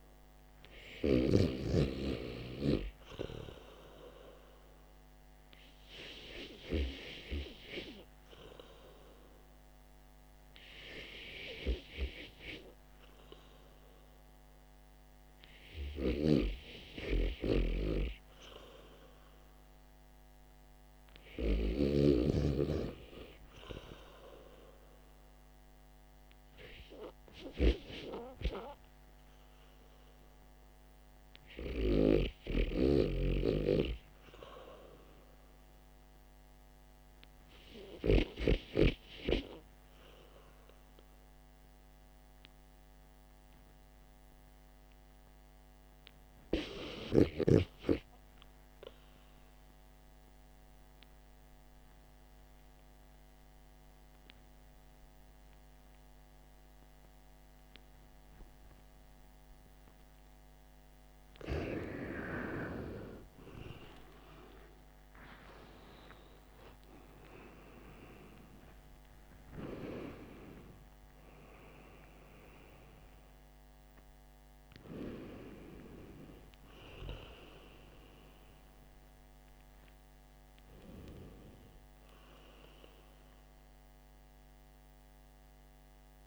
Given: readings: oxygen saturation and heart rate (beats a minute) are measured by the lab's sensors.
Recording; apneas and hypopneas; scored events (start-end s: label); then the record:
breathing in sleep by a microphone on the trachea; 1
29.50-45.50 s: oxygen desaturation (device-marked, oxygen 98% before, 92% lowest, heart rate 56 before, 50 extreme)
42.50-61.00 s: obstructive apnea (oxygen 98% before, 95% lowest, heart rate 58 before, 50 extreme, up 16 after)
63.00-68.00 s: arousal
From the record:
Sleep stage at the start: REM sleep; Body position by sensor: on the back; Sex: male